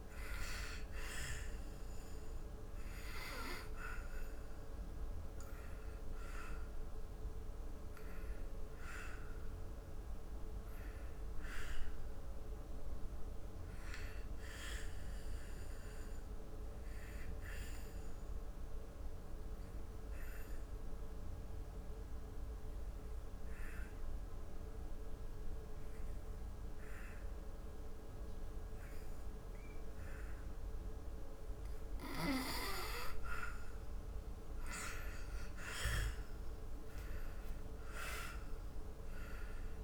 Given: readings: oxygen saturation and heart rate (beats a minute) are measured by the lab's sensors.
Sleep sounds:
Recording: breathing in sleep by a room microphone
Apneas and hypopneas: 1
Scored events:
0.00-2.00 s: oxygen desaturation (device-marked, oxygen 90% lowest, heart rate 73 extreme)
15.50-32.00 s: obstructive apnea (oxygen 93% before, 85% lowest, heart rate 84 before, 71 extreme, up 7 after)
34.50-39.00 s: arousal
35.00-39.84 s: oxygen desaturation (device-marked, oxygen 98% before, 86% lowest, heart rate 77 before, 69 extreme)
From the record:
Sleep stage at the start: N2 (light sleep)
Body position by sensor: on the back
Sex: male

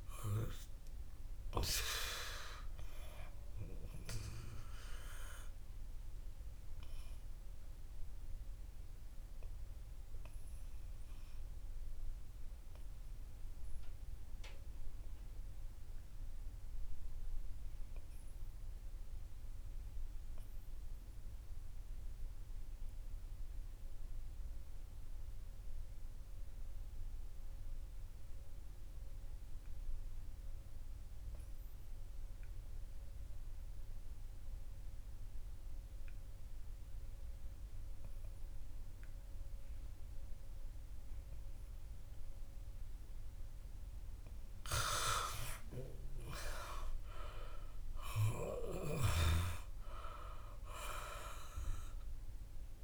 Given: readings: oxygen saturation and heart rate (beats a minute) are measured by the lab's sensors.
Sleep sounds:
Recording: breathing in sleep by a room microphone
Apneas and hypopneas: 1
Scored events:
0.00-31.50 s: oxygen desaturation (device-marked, oxygen 89% lowest, heart rate 52 extreme)
7.50-44.50 s: obstructive apnea (oxygen 100% before, 86% lowest, heart rate 65 before, 52 extreme, up 21 after)
46.50-51.00 s: arousal
48.50-52.84 s: oxygen desaturation (device-marked, oxygen 99% before, 86% lowest, heart rate 63 before, 49 extreme)
From the record:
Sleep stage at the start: N2 (light sleep)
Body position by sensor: on the right side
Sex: male

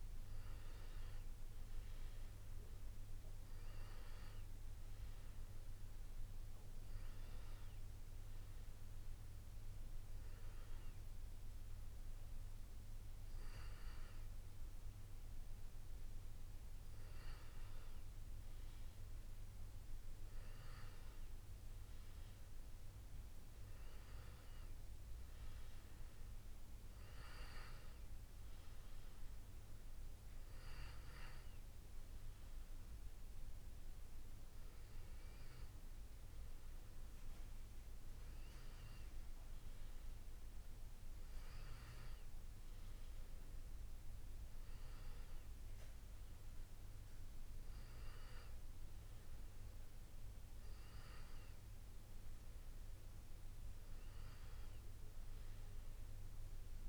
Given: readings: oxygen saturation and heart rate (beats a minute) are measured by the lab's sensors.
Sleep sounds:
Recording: breathing in sleep, hard to hear, by a room microphone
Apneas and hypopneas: none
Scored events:
0.00-7.00 s: oxygen desaturation (device-marked, oxygen 92% lowest, heart rate 84 extreme)
From the record:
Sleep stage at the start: N2 (light sleep)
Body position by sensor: on the back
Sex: male

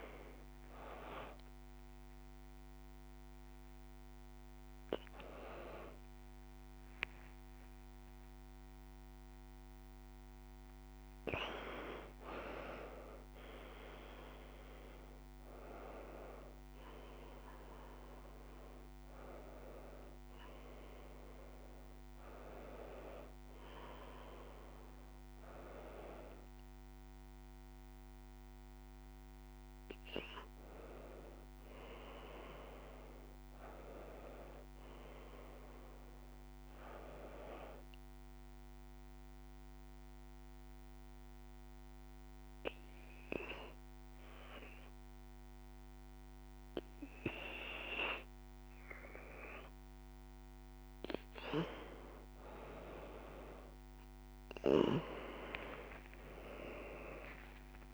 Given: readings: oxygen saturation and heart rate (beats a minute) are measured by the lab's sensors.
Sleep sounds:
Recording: a person partly awake in a sleep study, by a microphone on the trachea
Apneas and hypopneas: 1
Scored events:
12.00-42.00 s: new sleep stage, N1 (lightest sleep)
36.50-50.00 s: obstructive apnea (oxygen 94% before, 90% lowest, heart rate 65 before, 57 extreme, up 52 after)
42.00-57.94 s: new sleep stage, awake
From the record:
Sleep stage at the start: awake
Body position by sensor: on the back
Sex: female

